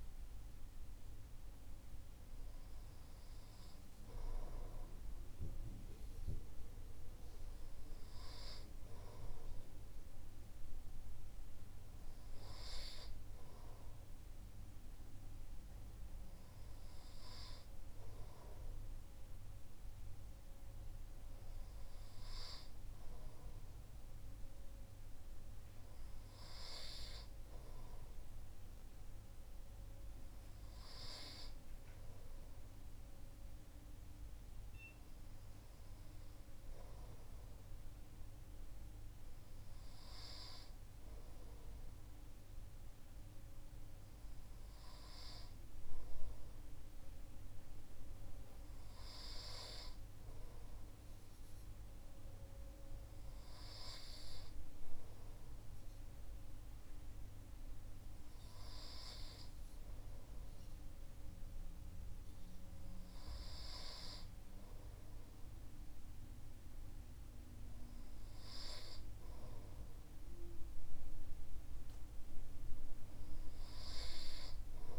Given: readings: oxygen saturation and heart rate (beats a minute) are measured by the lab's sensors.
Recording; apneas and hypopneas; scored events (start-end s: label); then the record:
breathing in sleep by a room microphone; none
none scored
From the record:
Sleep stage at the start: N2 (light sleep); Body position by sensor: on the right side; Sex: male